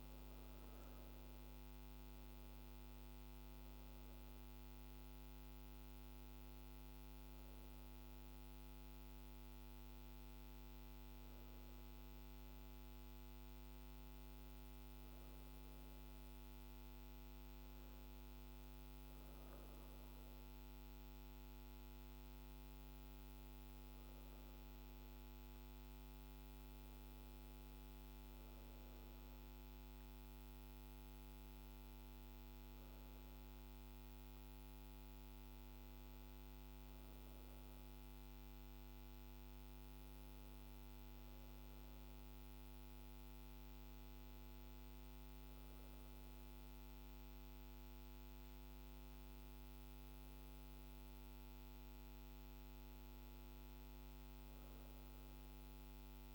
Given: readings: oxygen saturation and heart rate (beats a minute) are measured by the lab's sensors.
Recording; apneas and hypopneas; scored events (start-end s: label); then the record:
a person partly awake in a sleep study, hard to hear, by a microphone on the trachea; none
3.00-56.35 s: new sleep stage, N1 (lightest sleep)
From the record:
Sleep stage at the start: awake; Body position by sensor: on the back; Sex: female